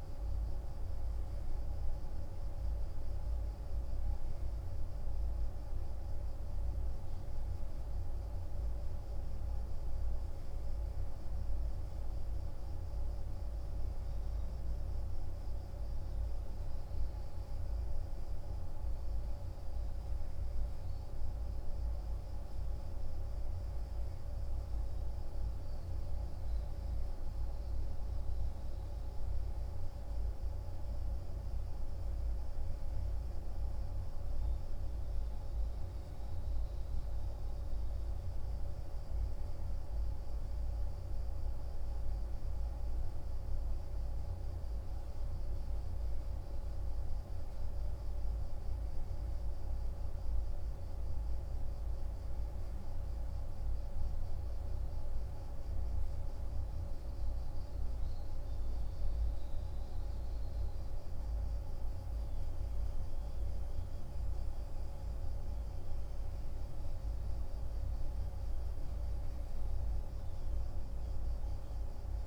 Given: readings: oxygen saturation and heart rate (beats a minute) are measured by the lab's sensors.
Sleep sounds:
breathing in sleep, hard to hear, by a room microphone; none
none scored
From the record:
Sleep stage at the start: N3 (deep sleep); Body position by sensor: on the right side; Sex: male

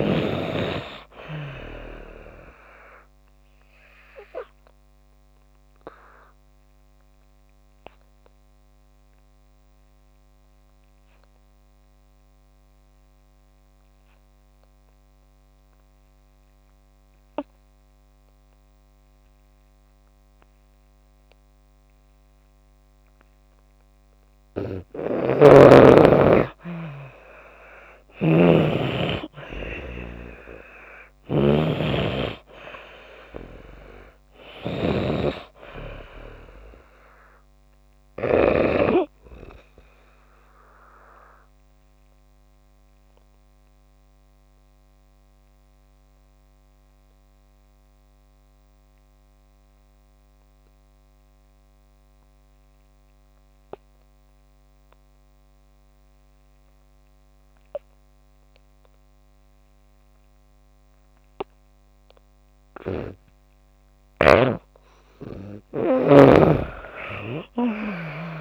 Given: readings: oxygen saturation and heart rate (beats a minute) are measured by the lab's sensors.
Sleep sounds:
breathing in sleep by a microphone on the trachea; 2
3.50-24.00 s: obstructive apnea (oxygen 97% before, 84% lowest)
10.00-27.00 s: oxygen desaturation (device-marked, oxygen 96% before, 86% lowest)
25.00-35.00 s: snoring (device-marked)
27.50-32.00 s: arousal
39.50-62.50 s: obstructive apnea (oxygen 96% before, 84% lowest)
40.00-62.00 s: oxygen desaturation (device-marked, oxygen 95% before, 84% lowest)
64.50-68.41 s: arousal
66.00-68.41 s: snoring (device-marked)
From the record:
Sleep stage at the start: N2 (light sleep); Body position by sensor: on the back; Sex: female

